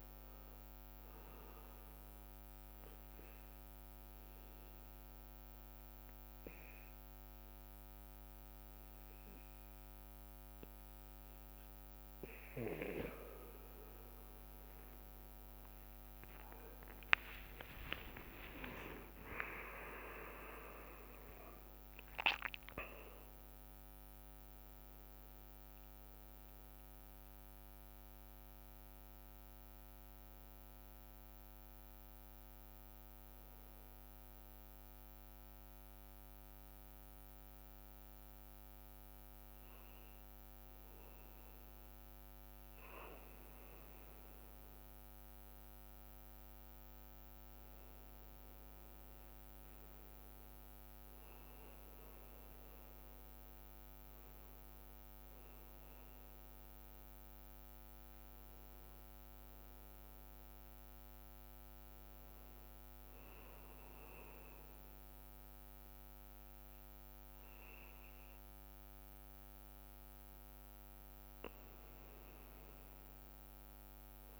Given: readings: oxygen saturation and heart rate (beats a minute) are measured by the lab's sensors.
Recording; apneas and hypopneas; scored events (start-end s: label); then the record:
breathing in sleep by a microphone on the trachea; 2
2.50-14.00 s: obstructive apnea (oxygen 99% before, 95% lowest)
16.50-21.50 s: arousal
33.00-43.00 s: mixed apnea (oxygen 99% before, 95% lowest)
47.50-53.50 s: arousal
55.00-66.00 s: oxygen desaturation (device-marked, oxygen 99% before, 96% lowest)
From the record:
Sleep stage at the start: N2 (light sleep); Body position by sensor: on the back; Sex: male